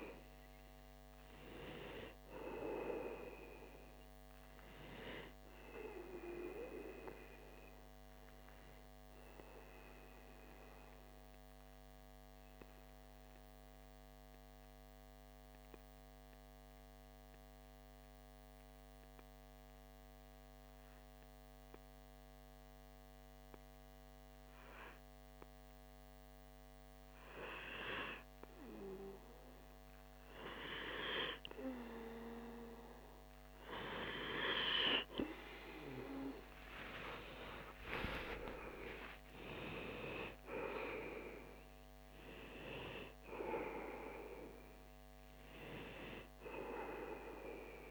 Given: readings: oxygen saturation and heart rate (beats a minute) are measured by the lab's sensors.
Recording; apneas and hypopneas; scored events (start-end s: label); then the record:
breathing in sleep by a microphone on the trachea; 1
8.50-25.50 s: obstructive apnea (oxygen 95% before, 93% lowest)
33.00-37.50 s: arousal
34.50-47.91 s: oxygen desaturation (device-marked, oxygen 97% before, 93% lowest)
From the record:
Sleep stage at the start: N2 (light sleep); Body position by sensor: on the back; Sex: male